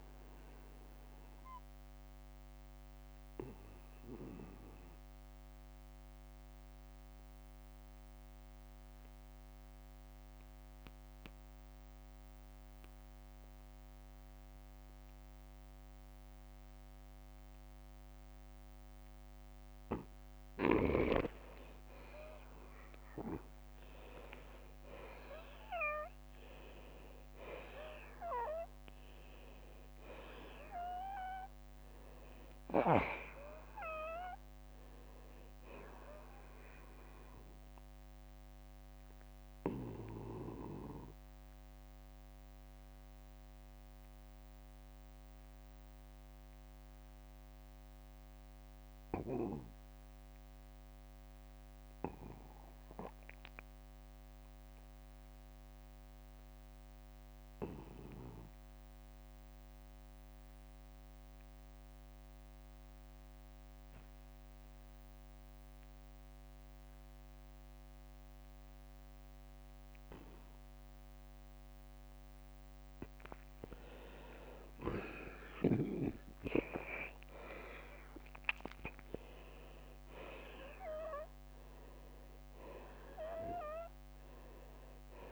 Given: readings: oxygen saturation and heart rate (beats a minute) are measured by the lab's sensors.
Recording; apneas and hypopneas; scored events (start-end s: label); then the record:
breathing in sleep by a microphone on the trachea; 2
0.00-3.50 s: oxygen desaturation (device-marked, oxygen 87% lowest, heart rate 47 extreme)
2.00-4.00 s: long interval between heartbeats (device-marked, heart rate 62 before, 58 extreme)
7.00-19.00 s: obstructive apnea (oxygen 96% before, 84% lowest, heart rate 61 before, 52 extreme, up 13 after)
15.50-27.50 s: oxygen desaturation (device-marked, oxygen 96% before, 91% lowest, heart rate 56 before, 51 extreme)
21.50-29.50 s: arousal
37.50-71.50 s: obstructive apnea (oxygen 96% before, 84% lowest, heart rate 65 before, 47 extreme, up 14 after)
48.50-50.50 s: long interval between heartbeats (device-marked, heart rate 60 before, 55 extreme)
48.50-61.50 s: oxygen desaturation (device-marked, oxygen 92% before, 84% lowest, heart rate 60 before, 47 extreme)
74.00-79.50 s: arousal
From the record:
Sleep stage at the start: N2 (light sleep); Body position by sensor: on the back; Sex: male